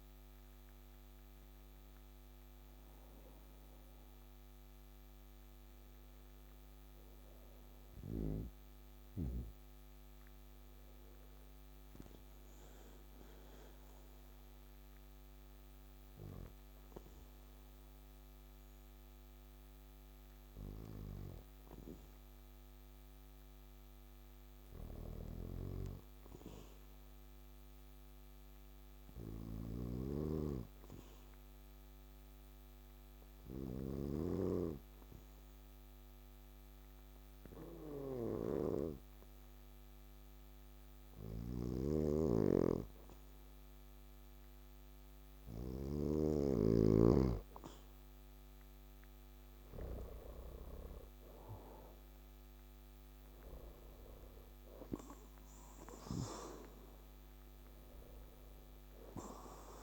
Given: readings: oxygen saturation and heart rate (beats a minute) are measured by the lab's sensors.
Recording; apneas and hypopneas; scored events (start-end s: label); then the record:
a person partly awake in a sleep study, by a microphone on the trachea; 1
7.00-59.83 s: new sleep stage, N2 (light sleep)
12.00-46.50 s: hypopnea (oxygen 100% before, 93% lowest, heart rate 66 before, 56 extreme, up 7 after)
41.00-46.50 s: snoring (device-marked)
48.00-59.83 s: oxygen desaturation (device-marked, oxygen 97% before, 94% lowest, heart rate 58 before, 55 extreme)
49.50-53.00 s: arousal
From the record:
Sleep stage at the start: awake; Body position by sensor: on the back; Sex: male